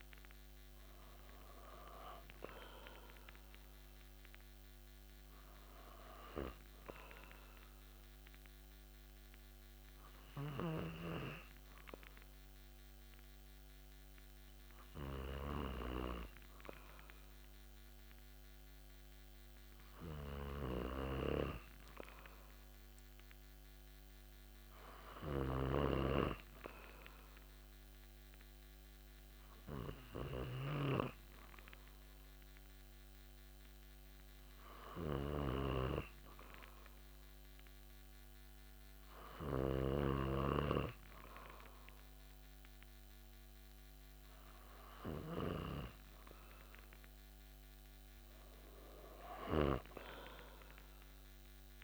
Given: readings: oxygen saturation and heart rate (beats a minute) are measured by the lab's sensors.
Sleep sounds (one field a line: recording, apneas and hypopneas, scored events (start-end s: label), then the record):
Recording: breathing in sleep by a microphone on the trachea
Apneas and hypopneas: 1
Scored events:
6.50-46.00 s: hypopnea (oxygen 98% before, 94% lowest)
25.50-40.00 s: snoring (device-marked)
48.00-51.84 s: arousal
From the record:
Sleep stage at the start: N2 (light sleep)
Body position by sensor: on the back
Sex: male